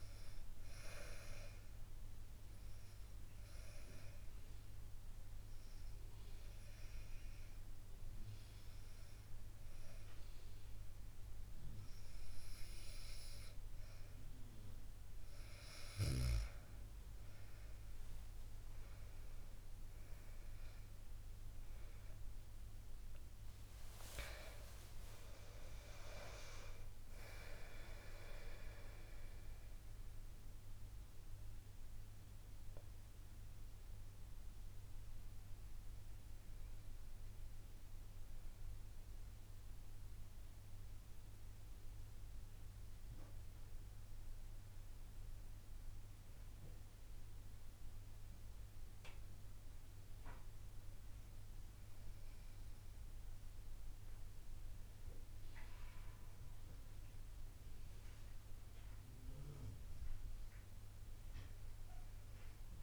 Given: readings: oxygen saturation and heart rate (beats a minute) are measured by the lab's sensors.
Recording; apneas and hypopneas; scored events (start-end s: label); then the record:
breathing in sleep by a room microphone; 1
2.00-14.50 s: obstructive apnea (oxygen 97% before, 94% lowest, heart rate 69 before, 67 extreme, up 2 after)
18.50-24.00 s: arousal
25.00-36.00 s: oxygen desaturation (device-marked, oxygen 99% before, 94% lowest, heart rate 70 before, 61 extreme)
From the record:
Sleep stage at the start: N2 (light sleep); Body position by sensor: on the back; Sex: female